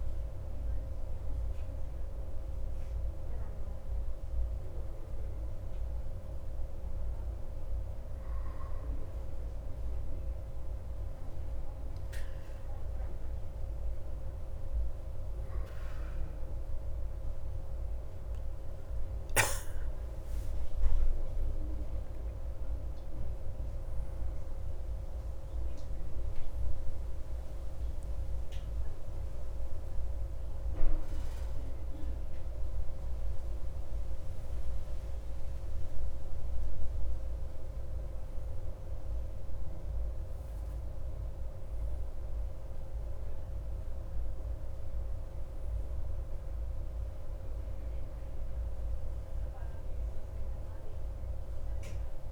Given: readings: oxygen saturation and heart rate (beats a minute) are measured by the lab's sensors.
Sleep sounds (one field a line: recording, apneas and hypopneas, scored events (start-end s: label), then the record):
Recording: breathing in sleep, hard to hear, by a room microphone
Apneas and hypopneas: none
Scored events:
none scored
From the record:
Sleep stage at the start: N2 (light sleep)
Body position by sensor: on the back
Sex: male